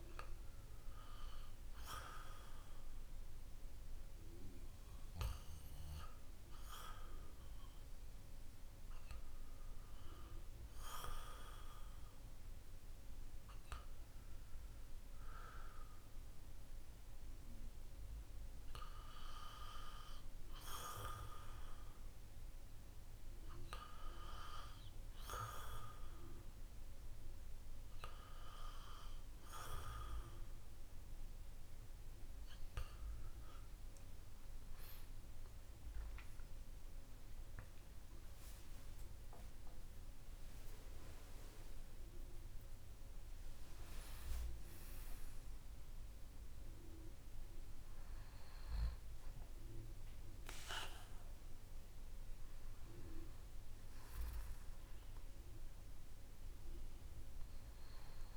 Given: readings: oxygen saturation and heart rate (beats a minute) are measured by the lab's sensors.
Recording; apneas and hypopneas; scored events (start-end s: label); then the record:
a person awake in a sleep study, by a room microphone; none
35.50-58.36 s: new sleep stage, N1 (lightest sleep)
From the record:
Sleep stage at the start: awake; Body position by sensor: on the back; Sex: male